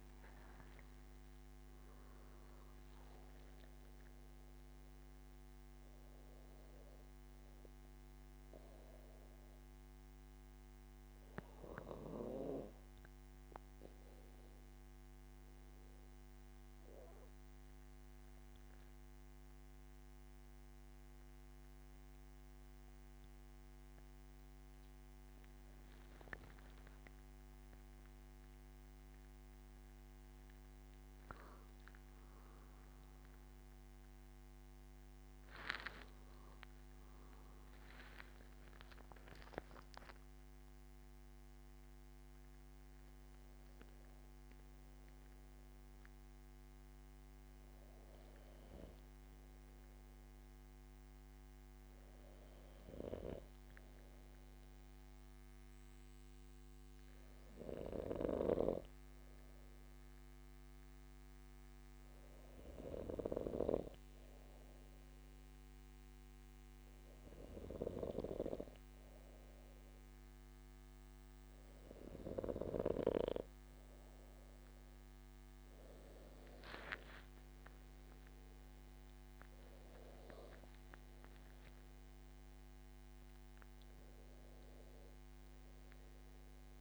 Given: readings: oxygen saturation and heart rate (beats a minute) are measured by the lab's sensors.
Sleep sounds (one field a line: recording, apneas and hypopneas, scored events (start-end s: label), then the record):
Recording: breathing in sleep by a microphone on the trachea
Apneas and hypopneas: 2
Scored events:
0.00-18.00 s: oxygen desaturation (device-marked, oxygen 97% before, 93% lowest, heart rate 82 before, 81 extreme)
12.50-25.50 s: obstructive apnea (oxygen 97% before, 94% lowest, heart rate 85 before, 82 extreme, up 1 after)
28.00-33.00 s: arousal
32.00-43.00 s: oxygen desaturation (device-marked, oxygen 98% before, 94% lowest, heart rate 84 before, 80 extreme)
57.00-74.00 s: hypopnea (oxygen 97% before, 94% lowest, heart rate 84 before, 79 extreme, up 13 after)
58.00-73.00 s: snoring (device-marked)
78.50-83.50 s: arousal
From the record:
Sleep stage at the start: N2 (light sleep)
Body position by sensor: on the back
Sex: male